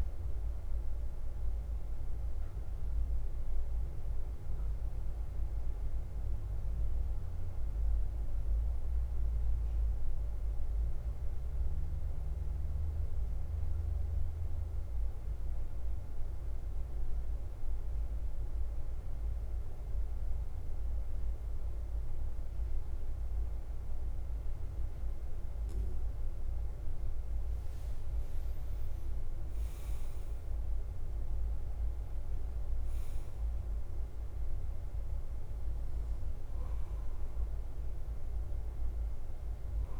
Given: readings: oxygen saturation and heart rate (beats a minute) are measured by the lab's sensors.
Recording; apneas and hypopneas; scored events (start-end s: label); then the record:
breathing in sleep, hard to hear, by a room microphone; 1
0.00-1.50 s: oxygen desaturation (device-marked, oxygen 91% lowest, heart rate 45 extreme)
0.00-40.00 s: bradycardia (device-marked, heart rate 45 extreme)
4.50-27.00 s: mixed apnea (oxygen 96% before, 92% lowest, heart rate 52 before, 49 extreme, up 1 after)
29.00-32.50 s: arousal
37.50-40.00 s: oxygen desaturation (device-marked, oxygen 97% before, 92% lowest, heart rate 50 before, 49 extreme)
From the record:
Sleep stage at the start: N2 (light sleep); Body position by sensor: on the right side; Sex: male